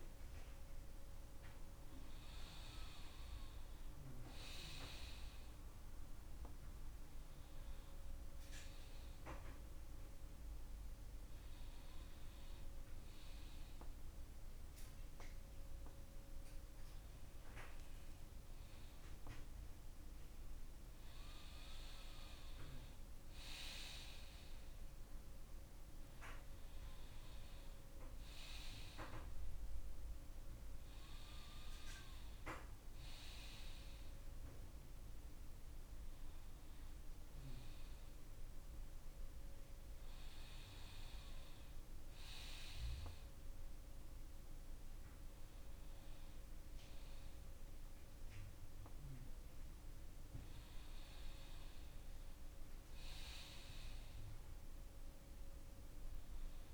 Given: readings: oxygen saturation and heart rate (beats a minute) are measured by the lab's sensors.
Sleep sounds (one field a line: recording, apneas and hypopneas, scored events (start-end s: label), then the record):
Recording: breathing in sleep by a room microphone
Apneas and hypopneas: none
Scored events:
none scored
From the record:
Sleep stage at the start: N2 (light sleep)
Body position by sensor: on the front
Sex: male